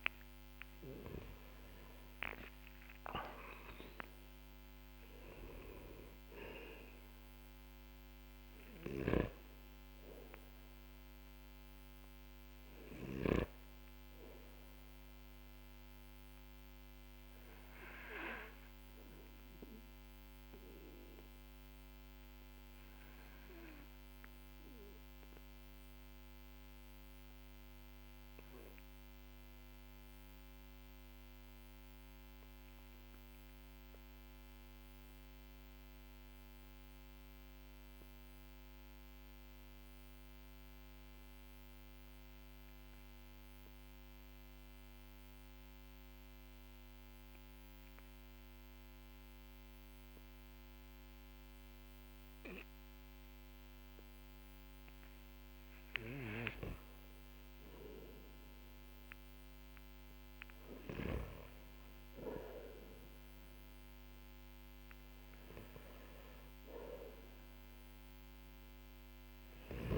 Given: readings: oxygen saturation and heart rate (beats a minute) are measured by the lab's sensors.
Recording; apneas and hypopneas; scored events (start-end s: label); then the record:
breathing in sleep by a microphone on the trachea; 1
0.00-8.00 s: oxygen desaturation (device-marked, oxygen 95% lowest, heart rate 44 extreme)
8.00-12.50 s: snoring (device-marked)
9.50-14.00 s: arousal
17.00-54.00 s: obstructive apnea (oxygen 98% before, 92% lowest, heart rate 52 before, 45 extreme, up 14 after)
55.50-60.00 s: arousal
57.00-69.98 s: oxygen desaturation (device-marked, oxygen 98% before, 94% lowest, heart rate 52 before, 45 extreme)
From the record:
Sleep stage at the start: N2 (light sleep); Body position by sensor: on the back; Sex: male